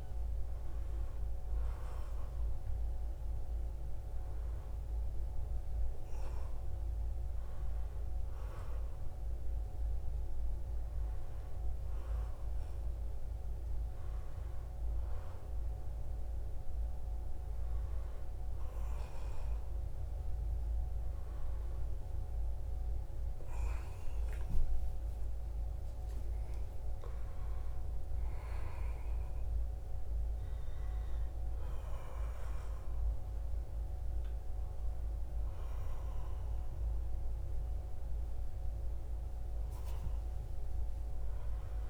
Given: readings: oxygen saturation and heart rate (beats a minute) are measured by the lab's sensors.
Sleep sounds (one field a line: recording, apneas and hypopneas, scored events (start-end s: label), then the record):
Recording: breathing in sleep, hard to hear, by a room microphone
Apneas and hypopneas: none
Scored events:
24.00-28.50 s: arousal
From the record:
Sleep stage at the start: N1 (lightest sleep)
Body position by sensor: on the back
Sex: male